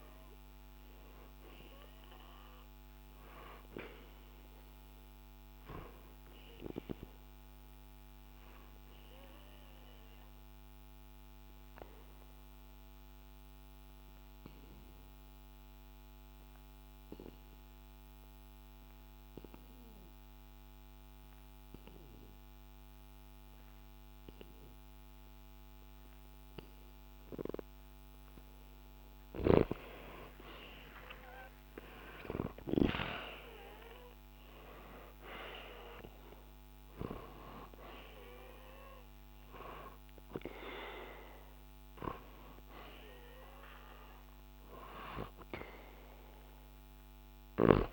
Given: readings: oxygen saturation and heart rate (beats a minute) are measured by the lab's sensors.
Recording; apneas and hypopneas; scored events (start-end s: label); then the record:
breathing in sleep by a microphone on the trachea; 1
0.00-12.50 s: oxygen desaturation (device-marked, oxygen 92% lowest, heart rate 65 extreme)
9.50-29.00 s: obstructive apnea (oxygen 98% before, 91% lowest, heart rate 66 before, 65 extreme, up 0 after)
30.50-35.00 s: arousal
42.50-47.93 s: oxygen desaturation (device-marked, oxygen 99% before, 93% lowest, heart rate 65 before, 64 extreme)
From the record:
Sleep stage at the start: N2 (light sleep); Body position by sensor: on the back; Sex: male